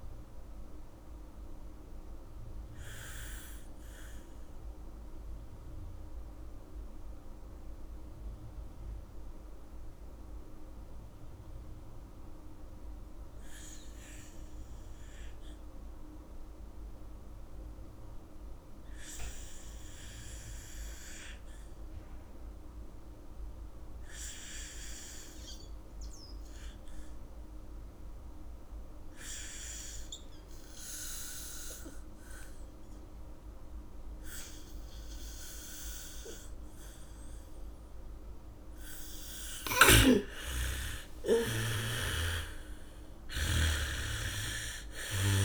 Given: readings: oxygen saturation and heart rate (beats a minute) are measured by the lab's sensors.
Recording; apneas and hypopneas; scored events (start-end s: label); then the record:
breathing in sleep by a room microphone; 1
0.00-15.50 s: oxygen desaturation (device-marked, oxygen 76% lowest, heart rate 32 extreme)
0.50-39.50 s: mixed apnea (oxygen 99% before, 76% lowest, heart rate 51 before, 55 extreme, up 10 after)
27.50-45.45 s: oxygen desaturation (device-marked, oxygen 99% before, 83% lowest, heart rate 75 before, 52 extreme)
32.50-37.50 s: bradycardia (device-marked, heart rate 70 before, 57 extreme)
41.00-45.00 s: arousal
From the record:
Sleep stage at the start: N2 (light sleep); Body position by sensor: on the back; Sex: female